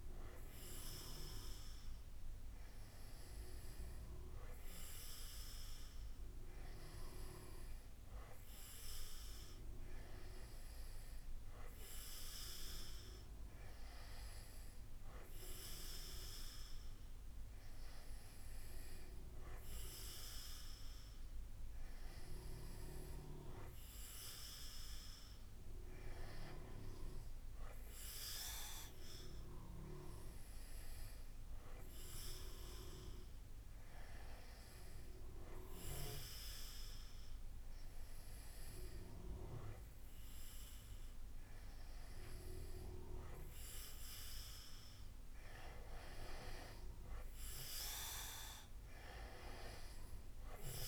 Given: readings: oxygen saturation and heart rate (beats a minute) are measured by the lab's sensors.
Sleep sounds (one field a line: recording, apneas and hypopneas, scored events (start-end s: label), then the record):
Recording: breathing in sleep by a room microphone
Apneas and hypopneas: none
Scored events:
none scored
From the record:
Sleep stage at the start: N2 (light sleep)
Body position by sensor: on the back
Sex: male